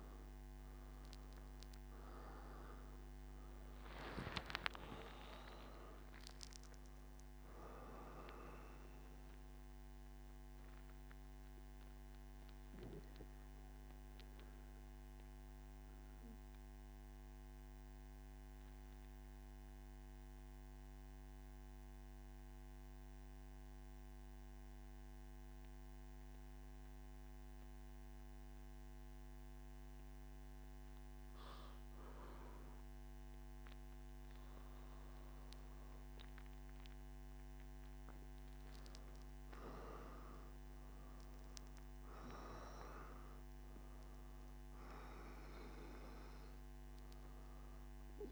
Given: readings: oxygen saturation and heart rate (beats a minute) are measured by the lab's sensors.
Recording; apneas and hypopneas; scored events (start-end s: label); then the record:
breathing in sleep by a microphone on the trachea; none
0.00-17.50 s: oxygen desaturation (device-marked, oxygen 94% lowest, heart rate 76 extreme)
35.50-48.32 s: oxygen desaturation (device-marked, oxygen 98% before, 93% lowest, heart rate 108 before, 68 extreme)
From the record:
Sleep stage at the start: N3 (deep sleep); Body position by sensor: on the back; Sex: male